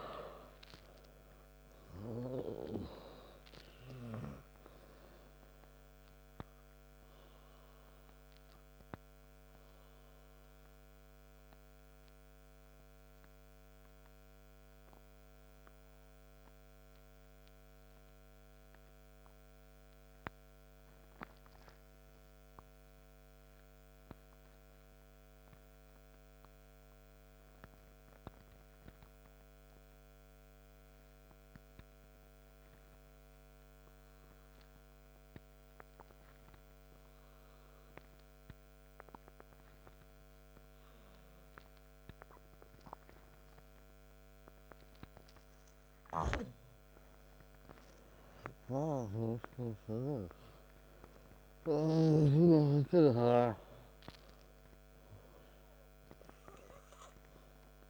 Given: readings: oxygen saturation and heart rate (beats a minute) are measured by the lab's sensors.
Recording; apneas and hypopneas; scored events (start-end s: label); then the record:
breathing in sleep by a microphone on the trachea; 1
9.00-32.00 s: oxygen desaturation (device-marked, oxygen 98% before, 87% lowest, heart rate 61 before, 52 extreme)
10.00-44.50 s: mixed apnea (oxygen 98% before, 83% lowest, heart rate 62 before, 52 extreme, up 5 after)
46.50-53.00 s: snoring (device-marked)
47.00-51.50 s: arousal
53.00-57.90 s: oxygen desaturation (device-marked, oxygen 98% before, 83% lowest, heart rate 60 before, 50 extreme)
From the record:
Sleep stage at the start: N2 (light sleep); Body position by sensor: on the right side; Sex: male